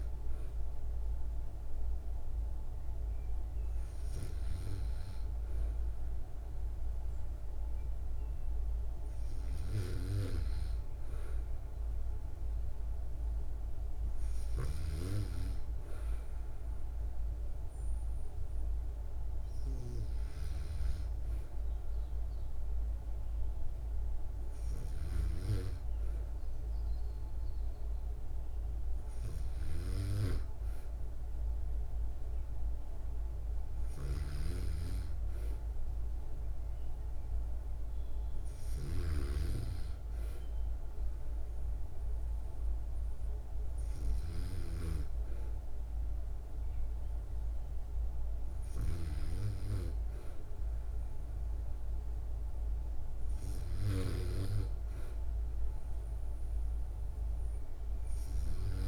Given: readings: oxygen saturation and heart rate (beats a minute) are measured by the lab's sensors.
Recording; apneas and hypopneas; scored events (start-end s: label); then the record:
breathing in sleep by a room microphone; none
33.50-44.00 s: snoring (device-marked)
From the record:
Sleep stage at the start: N2 (light sleep); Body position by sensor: on the back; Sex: female